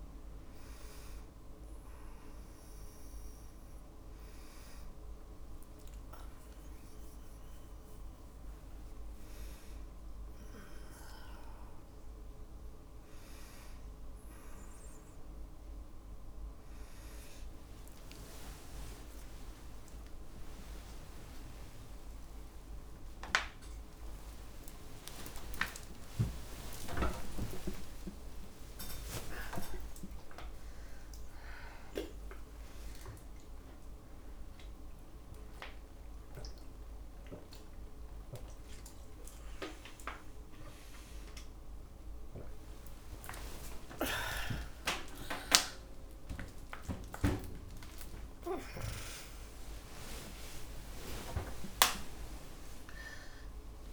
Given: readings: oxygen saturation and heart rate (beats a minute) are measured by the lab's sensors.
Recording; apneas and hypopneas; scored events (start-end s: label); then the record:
a person awake in a sleep study, by a room microphone; none
3.00-53.93 s: new sleep stage, awake
17.00-27.00 s: tachycardia (device-marked, heart rate 57 before, 160 extreme)
47.00-53.93 s: tachycardia (device-marked, heart rate 59 before, 112 extreme)
From the record:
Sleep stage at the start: N2 (light sleep); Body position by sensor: on the back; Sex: female